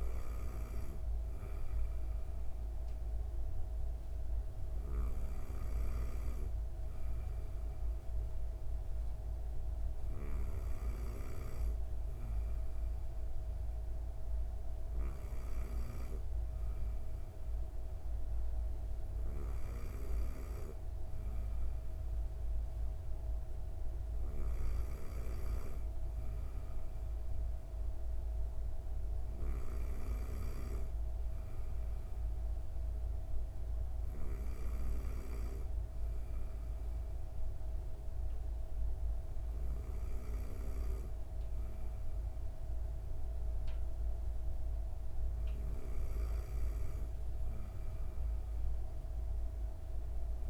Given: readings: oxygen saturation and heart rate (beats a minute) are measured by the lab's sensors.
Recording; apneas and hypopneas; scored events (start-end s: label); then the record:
breathing in sleep by a room microphone; none
none scored
From the record:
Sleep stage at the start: N2 (light sleep); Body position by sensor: on the back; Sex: female